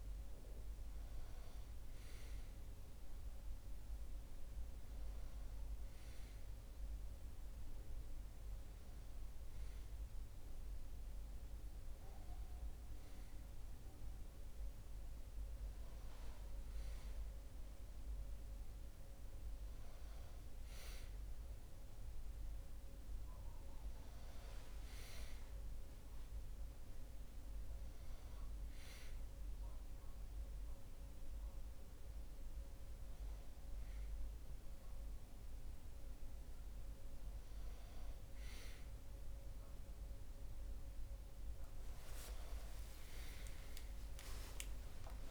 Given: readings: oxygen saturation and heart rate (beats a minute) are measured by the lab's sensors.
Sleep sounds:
breathing in sleep, hard to hear, by a room microphone; none
none scored
From the record:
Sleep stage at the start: N1 (lightest sleep); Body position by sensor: on the back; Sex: male

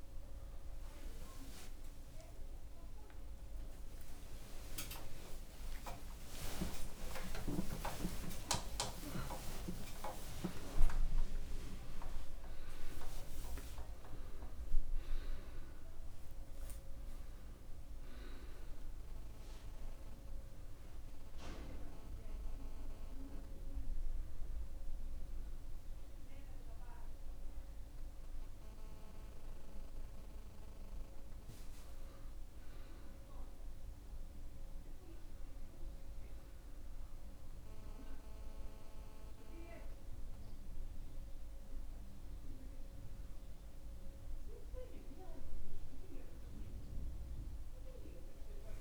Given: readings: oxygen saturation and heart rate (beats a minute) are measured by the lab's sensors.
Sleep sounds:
a person awake in a sleep study, by a room microphone; none
12.50-21.50 s: oxygen desaturation (device-marked, oxygen 98% before, 90% lowest)
From the record:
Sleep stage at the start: awake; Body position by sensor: on the back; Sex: male

